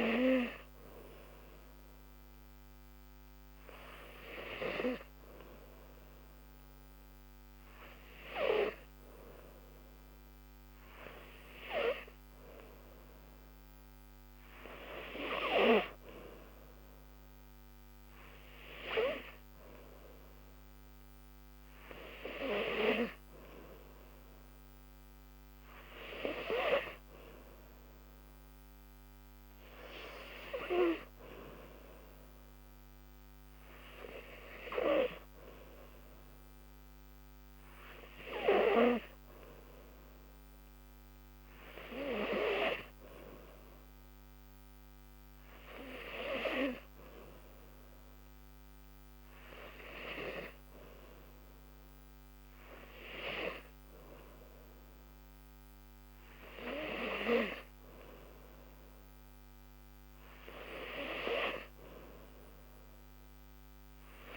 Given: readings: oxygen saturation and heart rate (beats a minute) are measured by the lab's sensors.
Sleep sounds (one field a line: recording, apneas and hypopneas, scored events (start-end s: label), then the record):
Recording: breathing in sleep by a microphone on the trachea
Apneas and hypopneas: none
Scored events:
42.00-64.37 s: new sleep stage, N3 (deep sleep)
From the record:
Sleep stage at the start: N2 (light sleep)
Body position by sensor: on the back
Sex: female